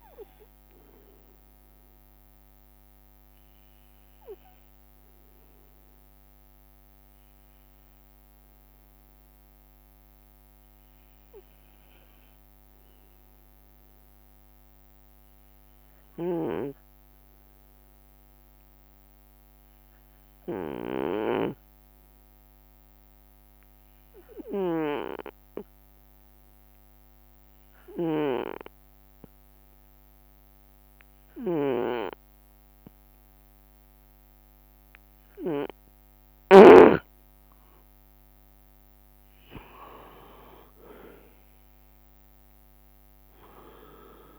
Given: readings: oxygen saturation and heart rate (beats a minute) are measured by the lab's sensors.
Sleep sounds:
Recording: breathing in sleep by a microphone on the trachea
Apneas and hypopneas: 1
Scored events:
0.00-6.50 s: oxygen desaturation (device-marked, oxygen 92% lowest)
0.00-9.50 s: drop in pulse transit time (device-marked)
0.00-44.39 s: bradycardia (device-marked)
1.00-3.00 s: long interval between heartbeats (device-marked, heart rate 41 before, 28 extreme)
2.50-37.00 s: obstructive apnea (oxygen 96% before, 91% lowest)
7.00-9.00 s: long interval between heartbeats (device-marked, heart rate 38 before, 29 extreme)
11.00-13.00 s: long interval between heartbeats (device-marked, heart rate 38 before, 25 extreme)
16.00-18.00 s: long interval between heartbeats (device-marked, heart rate 34 before, 30 extreme)
22.00-24.00 s: long interval between heartbeats (device-marked)
22.50-25.00 s: leg movement (device-marked)
24.50-28.50 s: snoring (device-marked)
26.00-28.50 s: leg movement (device-marked)
27.50-34.50 s: drop in pulse transit time (device-marked)
28.50-30.50 s: long interval between heartbeats (device-marked)
35.00-37.00 s: long interval between heartbeats (device-marked)
37.00-38.50 s: leg movement (device-marked)
39.00-42.50 s: arousal
39.00-44.39 s: leg movement (device-marked)
39.50-44.39 s: oxygen desaturation (device-marked, oxygen 97% before, 91% lowest)
41.50 s: drop in pulse transit time (device-marked)
42.00-44.00 s: long interval between heartbeats (device-marked)
From the record:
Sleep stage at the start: N2 (light sleep)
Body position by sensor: on the right side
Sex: male

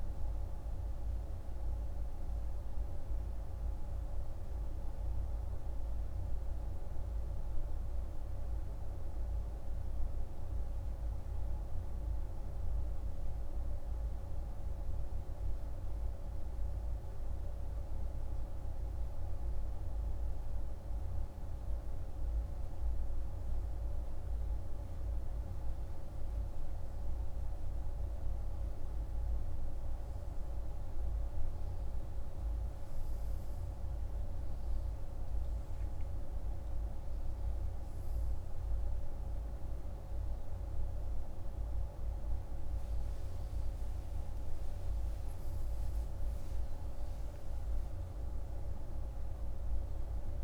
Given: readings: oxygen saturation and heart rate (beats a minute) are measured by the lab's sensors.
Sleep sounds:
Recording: breathing in sleep, hard to hear, by a room microphone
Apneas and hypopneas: none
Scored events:
43.50-48.50 s: arousal
From the record:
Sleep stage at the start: N2 (light sleep)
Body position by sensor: on the right side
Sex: male

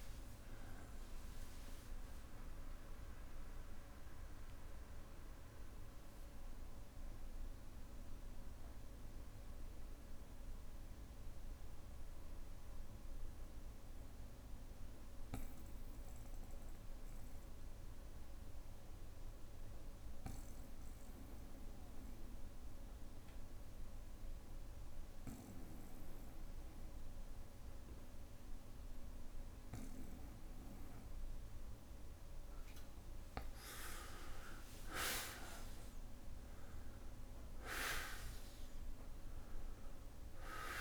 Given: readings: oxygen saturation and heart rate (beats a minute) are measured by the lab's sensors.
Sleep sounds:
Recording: breathing in sleep by a room microphone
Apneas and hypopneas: 1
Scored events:
0.00-7.50 s: oxygen desaturation (device-marked, oxygen 91% lowest, heart rate 60 extreme)
2.50-32.00 s: obstructive apnea (oxygen 99% before, 91% lowest, heart rate 64 before, 60 extreme, up 3 after)
28.50-40.81 s: oxygen desaturation (device-marked, oxygen 99% before, 91% lowest, heart rate 61 before, 60 extreme)
34.00-39.00 s: arousal
From the record:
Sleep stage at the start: N2 (light sleep)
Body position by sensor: on the back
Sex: male

